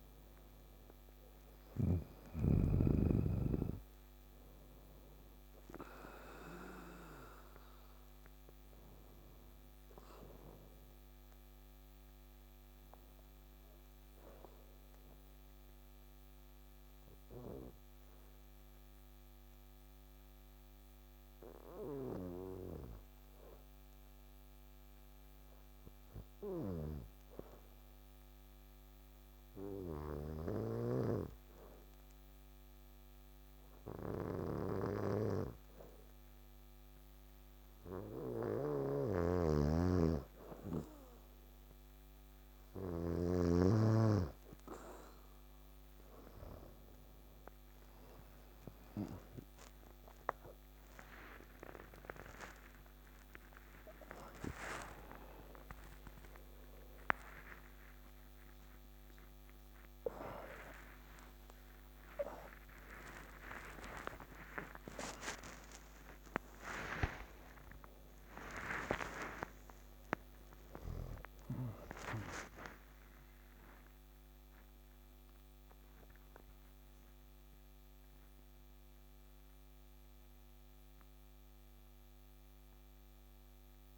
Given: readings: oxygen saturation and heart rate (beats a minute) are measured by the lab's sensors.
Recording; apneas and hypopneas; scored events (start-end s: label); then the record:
breathing in sleep by a microphone on the trachea; 1
0.00-15.50 s: oxygen desaturation (device-marked, oxygen 91% lowest, heart rate 65 extreme)
11.00-39.00 s: obstructive apnea (oxygen 97% before, 89% lowest, heart rate 71 before, 65 extreme, up 5 after)
34.50-61.50 s: oxygen desaturation (device-marked, oxygen 98% before, 89% lowest, heart rate 67 before, 71 extreme)
38.50-43.00 s: snoring (device-marked)
50.50-55.00 s: arousal
73.00-77.50 s: arousal
From the record:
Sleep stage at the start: N2 (light sleep); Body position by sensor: on the back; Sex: male